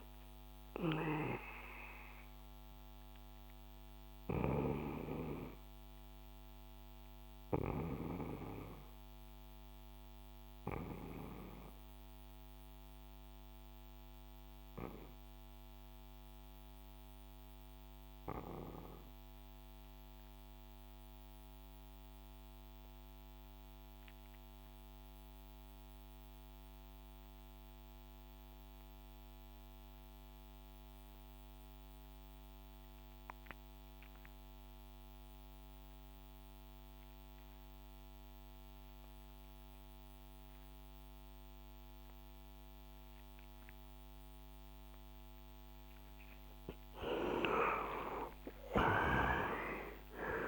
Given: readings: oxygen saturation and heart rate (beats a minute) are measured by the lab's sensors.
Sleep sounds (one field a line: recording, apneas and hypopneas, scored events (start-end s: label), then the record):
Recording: breathing in sleep by a microphone on the trachea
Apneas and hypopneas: 1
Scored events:
0.00-20.50 s: oxygen desaturation (device-marked, oxygen 84% lowest, heart rate 58 extreme)
1.50-45.50 s: mixed apnea (oxygen 99% before, 77% lowest, heart rate 66 before, 58 extreme, up 14 after)
32.50-50.48 s: oxygen desaturation (device-marked, oxygen 98% before, 77% lowest, heart rate 63 before, 59 extreme)
42.50-50.48 s: new sleep stage, N2 (light sleep)
47.50-50.48 s: arousal
From the record:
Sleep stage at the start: REM sleep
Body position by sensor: on the back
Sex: male